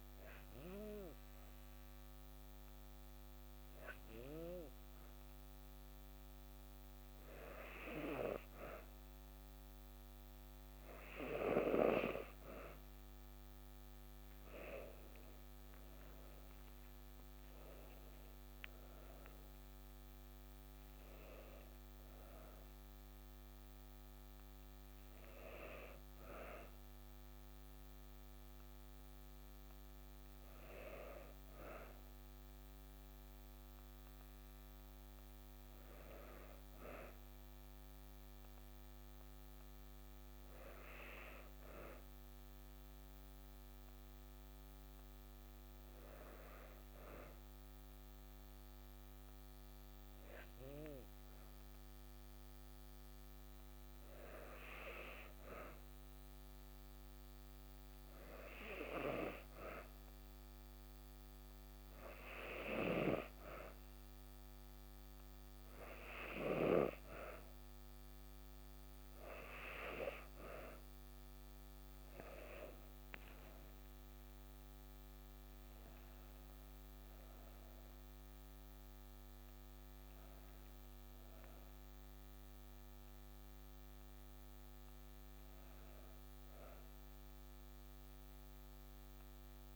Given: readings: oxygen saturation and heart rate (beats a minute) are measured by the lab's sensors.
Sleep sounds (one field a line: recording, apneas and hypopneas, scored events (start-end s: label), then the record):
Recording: breathing in sleep by a microphone on the trachea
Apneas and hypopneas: 1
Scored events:
30.50-34.50 s: arousal
38.50-51.00 s: hypopnea (oxygen 96% before, 93% lowest, heart rate 57 before, 55 extreme, up 1 after)
52.50-56.00 s: arousal
85.00-88.50 s: arousal
From the record:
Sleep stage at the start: N2 (light sleep)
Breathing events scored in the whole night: 105 in 6.2 hours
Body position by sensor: on the back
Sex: female